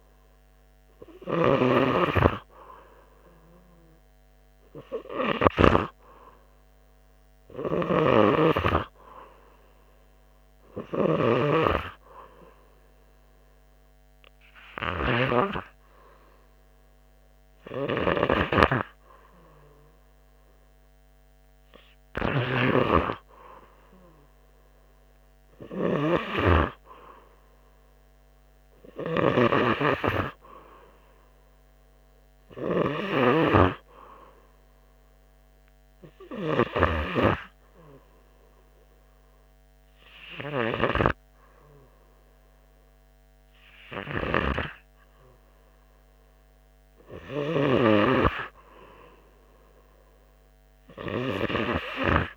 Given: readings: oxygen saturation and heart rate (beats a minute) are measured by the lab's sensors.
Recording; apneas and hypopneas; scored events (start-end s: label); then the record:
breathing in sleep by a microphone on the trachea; none
48.50-52.00 s: arousal
From the record:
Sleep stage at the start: N2 (light sleep); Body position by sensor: on the right side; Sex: male